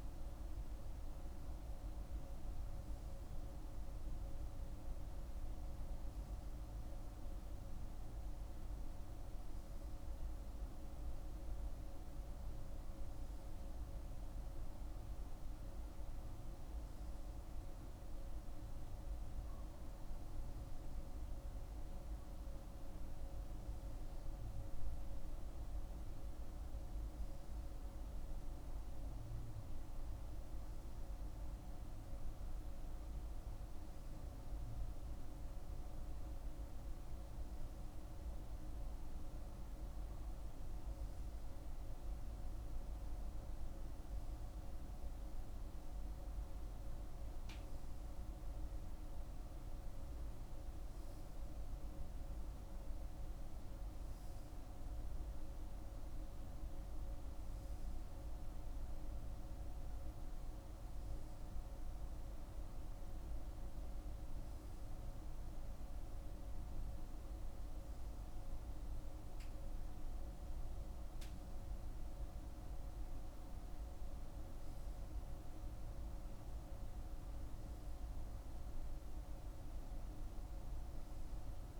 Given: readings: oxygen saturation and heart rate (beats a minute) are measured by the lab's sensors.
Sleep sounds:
breathing in sleep, hard to hear, by a room microphone; none
none scored
From the record:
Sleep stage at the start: N2 (light sleep); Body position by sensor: on the right side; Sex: male

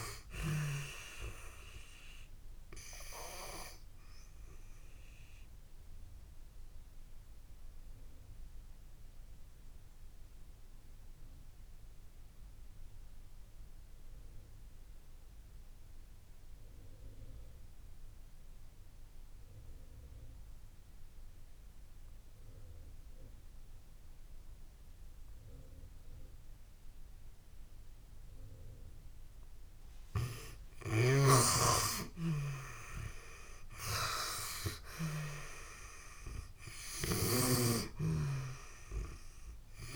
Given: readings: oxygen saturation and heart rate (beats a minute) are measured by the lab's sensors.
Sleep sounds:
breathing in sleep by a room microphone; 1
0.00-26.00 s: oxygen desaturation (device-marked, oxygen 83% lowest)
5.00-29.50 s: obstructive apnea (oxygen 97% before, 83% lowest)
31.50-34.50 s: arousal
From the record:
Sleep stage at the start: N2 (light sleep); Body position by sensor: on the back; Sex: female

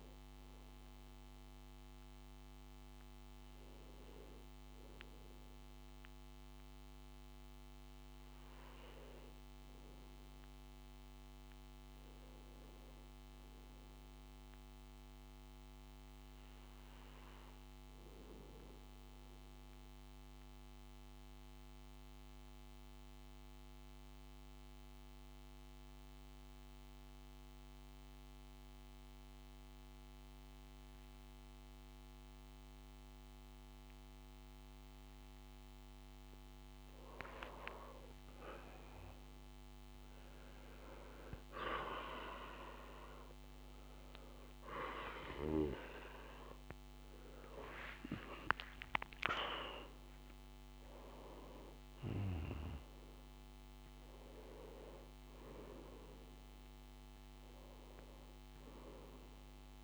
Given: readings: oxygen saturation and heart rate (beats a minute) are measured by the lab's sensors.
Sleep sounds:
breathing in sleep by a microphone on the trachea; 1
18.00-35.00 s: obstructive apnea (oxygen 99% before, 91% lowest, heart rate 59 before, 56 extreme, up 6 after)
32.00-59.84 s: oxygen desaturation (device-marked, oxygen 96% before, 91% lowest, heart rate 57 before, 55 extreme)
37.50-42.50 s: arousal
From the record:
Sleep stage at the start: N2 (light sleep); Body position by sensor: on the right side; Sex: male

